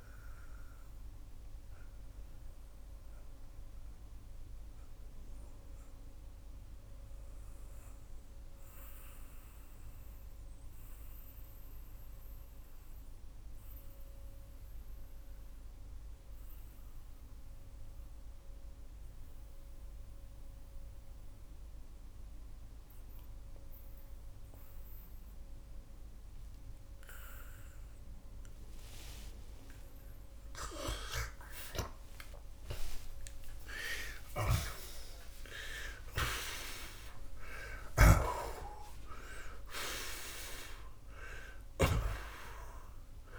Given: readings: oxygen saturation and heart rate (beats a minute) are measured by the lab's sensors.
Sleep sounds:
breathing in sleep by a room microphone; 1
2.00-30.50 s: mixed apnea (oxygen 93% before, 76% lowest)
18.50-34.50 s: oxygen desaturation (device-marked, oxygen 88% before, 76% lowest)
32.00-36.00 s: arousal
37.50-41.50 s: snoring (device-marked)
From the record:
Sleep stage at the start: N2 (light sleep); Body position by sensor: on the back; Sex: male

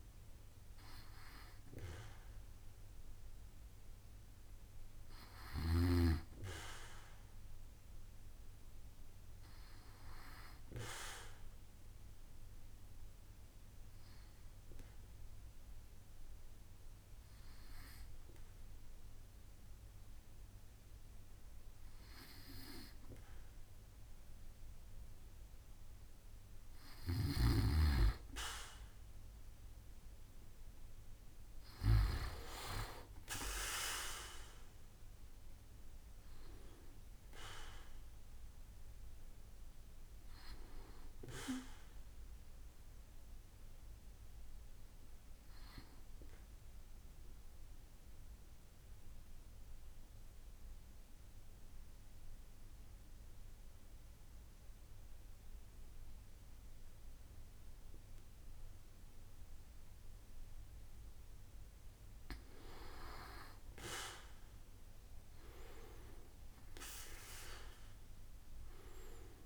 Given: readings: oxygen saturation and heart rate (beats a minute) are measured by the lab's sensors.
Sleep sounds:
breathing in sleep by a room microphone; 2
11.00-25.50 s: obstructive apnea (oxygen 95% before, 94% lowest, heart rate 70 before, 64 extreme, up 4 after)
29.00-32.50 s: arousal
46.00-60.00 s: obstructive apnea (oxygen 95% before, 94% lowest, heart rate 71 before, 62 extreme, up 8 after)
66.50-69.46 s: arousal
From the record:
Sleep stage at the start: N2 (light sleep); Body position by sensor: on the back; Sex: male

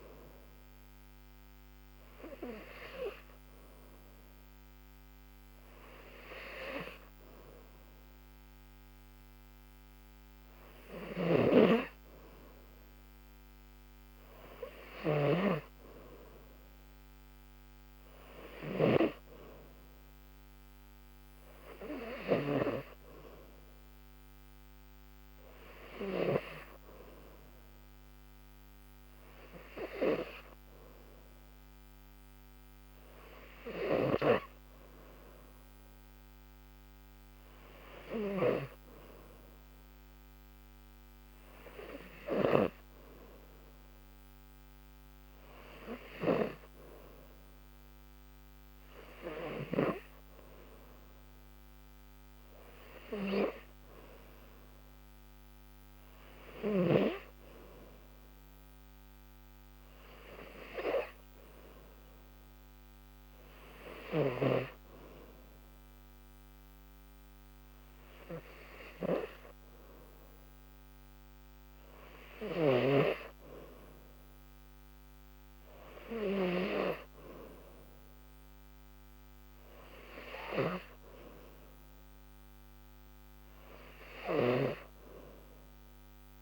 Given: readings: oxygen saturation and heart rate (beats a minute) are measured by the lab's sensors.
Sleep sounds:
breathing in sleep by a microphone on the trachea; none
11.00-19.00 s: snoring (device-marked)
From the record:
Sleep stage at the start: N3 (deep sleep); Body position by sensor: on the back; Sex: female

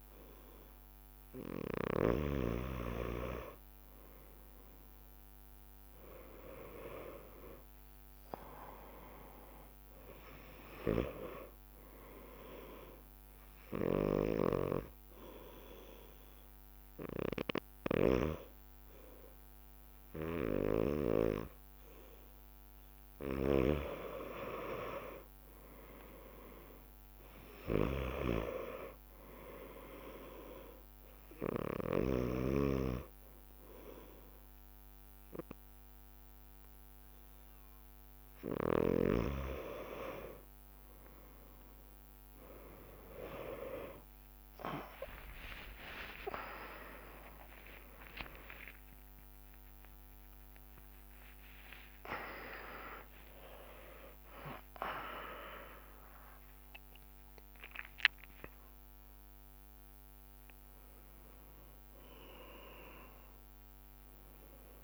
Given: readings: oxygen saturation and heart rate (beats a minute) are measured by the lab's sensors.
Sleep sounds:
breathing in sleep by a microphone on the trachea; 1
14.50-25.00 s: hypopnea (oxygen 98% before, 95% lowest)
25.50-29.00 s: arousal
55.50-64.84 s: new sleep stage, awake
From the record:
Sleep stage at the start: N2 (light sleep); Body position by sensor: on the back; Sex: male

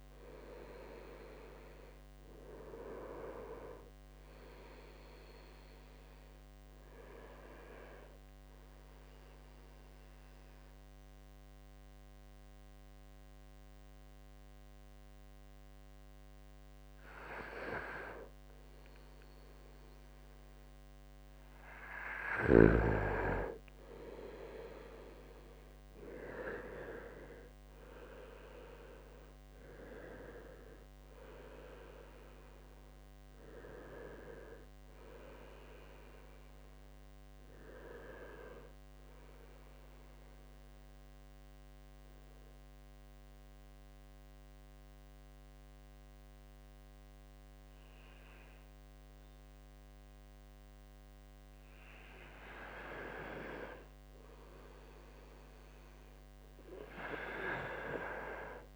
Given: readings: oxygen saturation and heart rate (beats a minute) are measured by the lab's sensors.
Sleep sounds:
breathing in sleep by a microphone on the trachea; 2
0.00-12.00 s: oxygen desaturation (device-marked, oxygen 95% before, 92% lowest, heart rate 73 before, 70 extreme)
7.00-19.50 s: hypopnea (oxygen 96% before, 92% lowest, heart rate 73 before, 70 extreme, up 3 after)
22.50-25.50 s: arousal
26.00-48.00 s: oxygen desaturation (device-marked, oxygen 97% before, 93% lowest, heart rate 72 before, 69 extreme)
40.50-51.50 s: mixed apnea (oxygen 97% before, 92% lowest, heart rate 73 before, 66 extreme, up 3 after)
53.50-57.00 s: arousal
From the record:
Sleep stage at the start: N2 (light sleep); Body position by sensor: on the right side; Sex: male

